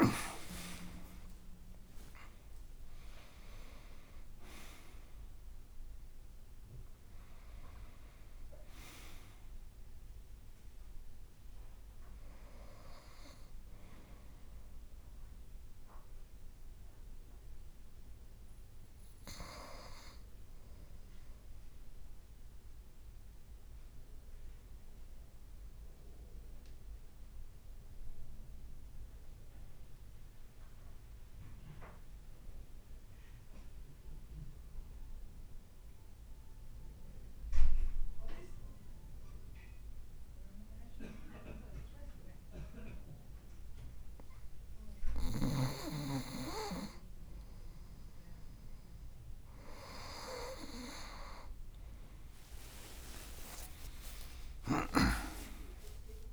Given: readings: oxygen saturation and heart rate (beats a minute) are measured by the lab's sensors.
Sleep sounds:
breathing in sleep by a room microphone; 1
0.00-4.50 s: leg movement (device-marked)
21.00-44.50 s: obstructive apnea (oxygen 97% before, 95% lowest, heart rate 66 before, 53 extreme, up 2 after)
52.50-56.33 s: arousal
52.50-56.33 s: leg movement (device-marked)
From the record:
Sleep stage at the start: N2 (light sleep); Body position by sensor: on the right side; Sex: male

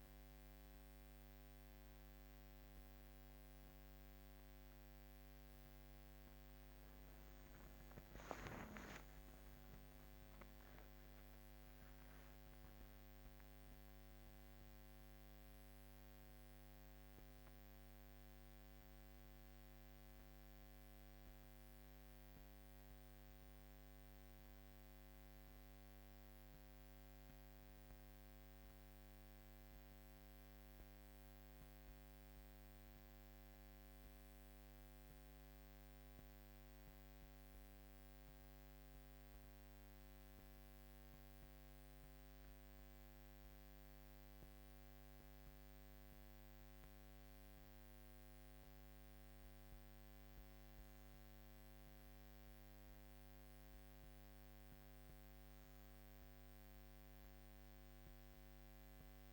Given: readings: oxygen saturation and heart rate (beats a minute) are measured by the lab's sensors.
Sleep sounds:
breathing in sleep, hard to hear, by a microphone on the trachea; none
0.00-1.00 s: arousal
From the record:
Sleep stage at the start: REM sleep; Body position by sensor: on the back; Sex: female

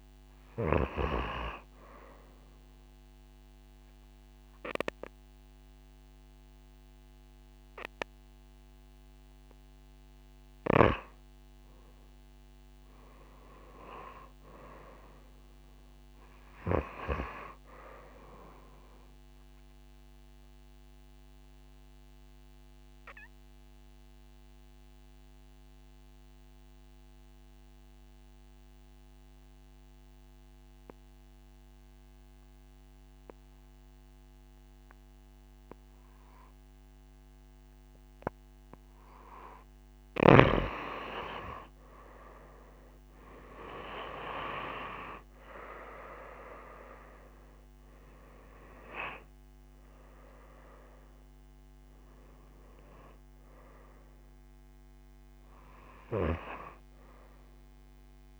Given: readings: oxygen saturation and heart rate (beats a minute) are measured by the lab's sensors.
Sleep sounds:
breathing in sleep by a microphone on the trachea; 1
12.00-16.00 s: arousal
20.00-38.50 s: obstructive apnea (oxygen 96% before, 86% lowest)
38.50-58.40 s: oxygen desaturation (device-marked, oxygen 95% before, 86% lowest)
43.50-49.00 s: arousal
From the record:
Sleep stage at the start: N2 (light sleep); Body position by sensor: on the right side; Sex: female

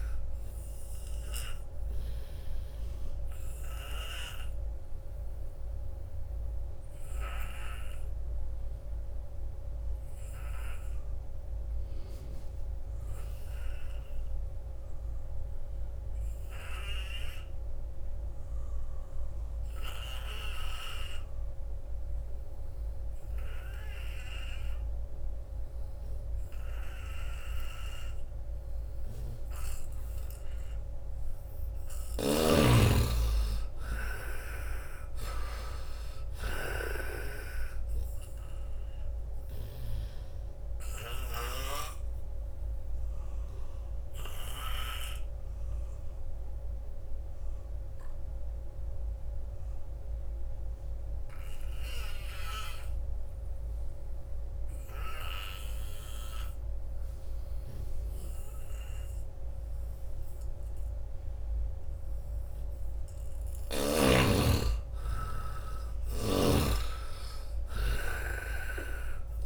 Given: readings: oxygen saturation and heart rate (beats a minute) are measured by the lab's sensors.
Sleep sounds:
breathing in sleep by a room microphone; 2
0.00-16.00 s: oxygen desaturation (device-marked, oxygen 79% lowest, heart rate 79 extreme)
1.50-30.00 s: obstructive apnea (oxygen 98% before, 79% lowest, heart rate 87 before, 80 extreme, up 14 after)
27.00-52.00 s: oxygen desaturation (device-marked, oxygen 98% before, 80% lowest, heart rate 86 before, 84 extreme)
30.50-32.50 s: long interval between heartbeats (device-marked, heart rate 85 before, 90 extreme)
31.00-35.50 s: arousal
32.00-41.50 s: snoring (device-marked)
39.00-41.00 s: long interval between heartbeats (device-marked, heart rate 86 before, 96 extreme)
41.00-62.00 s: obstructive apnea (oxygen 98% before, 80% lowest, heart rate 87 before, 82 extreme, up 18 after)
58.00-60.00 s: long interval between heartbeats (device-marked, heart rate 89 before, 96 extreme)
61.50-63.50 s: long interval between heartbeats (device-marked, heart rate 89 before, 104 extreme)
62.00-69.45 s: oxygen desaturation (device-marked, oxygen 97% before, 82% lowest, heart rate 90 before, 77 extreme)
65.00-69.00 s: arousal
66.00-69.45 s: snoring (device-marked)
From the record:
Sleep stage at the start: N2 (light sleep); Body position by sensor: on the right side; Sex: male

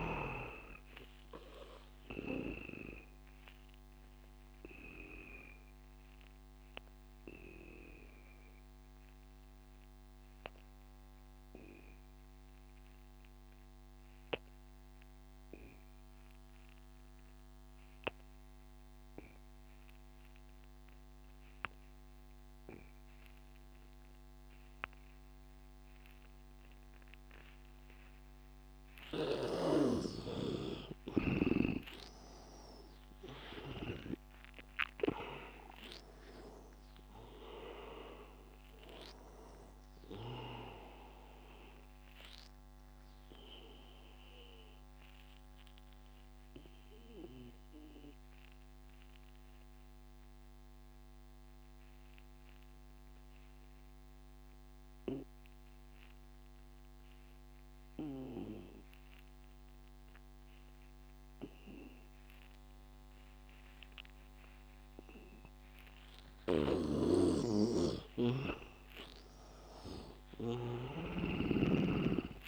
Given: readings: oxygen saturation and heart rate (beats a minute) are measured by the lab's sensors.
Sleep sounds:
breathing in sleep by a microphone on the trachea; 2
0.00-16.00 s: oxygen desaturation (device-marked, oxygen 80% lowest, heart rate 78 extreme)
3.50-29.50 s: obstructive apnea (oxygen 100% before, 79% lowest, heart rate 88 before, 78 extreme, up 8 after)
18.00-53.00 s: oxygen desaturation (device-marked, oxygen 100% before, 79% lowest, heart rate 87 before, 82 extreme)
31.50-36.00 s: arousal
43.50-66.50 s: obstructive apnea (oxygen 100% before, 78% lowest, heart rate 87 before, 82 extreme, up 7 after)
66.50-72.48 s: snoring (device-marked)
68.00-72.48 s: oxygen desaturation (device-marked, oxygen 99% before, 82% lowest, heart rate 87 before, 82 extreme)
69.00-72.48 s: arousal
From the record:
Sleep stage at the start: N2 (light sleep); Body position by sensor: on the back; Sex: male

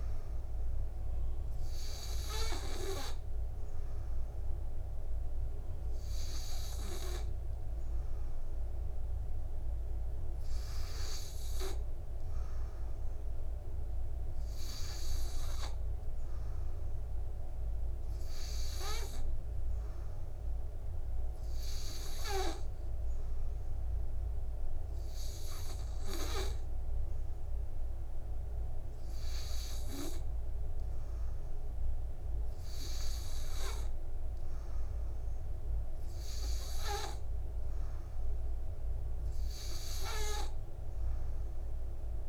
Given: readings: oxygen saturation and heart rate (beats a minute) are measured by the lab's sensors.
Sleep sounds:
breathing in sleep by a room microphone; none
1.50-11.50 s: oxygen desaturation (device-marked, oxygen 95% before, 91% lowest, heart rate 57 before, 56 extreme)
From the record:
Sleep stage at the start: N2 (light sleep); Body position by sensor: on the back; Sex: male

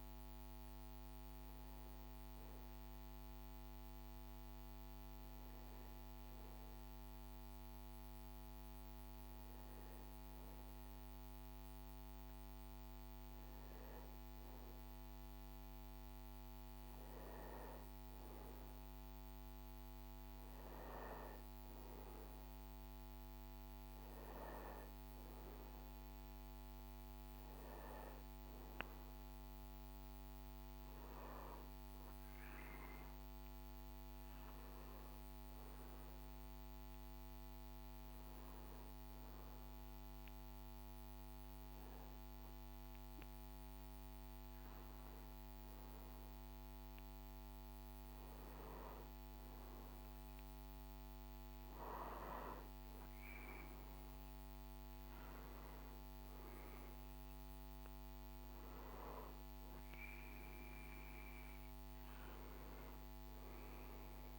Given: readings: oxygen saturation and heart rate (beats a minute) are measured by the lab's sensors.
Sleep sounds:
breathing in sleep, hard to hear, by a microphone on the trachea; none
none scored
From the record:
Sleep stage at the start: N1 (lightest sleep); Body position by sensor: on the back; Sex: male

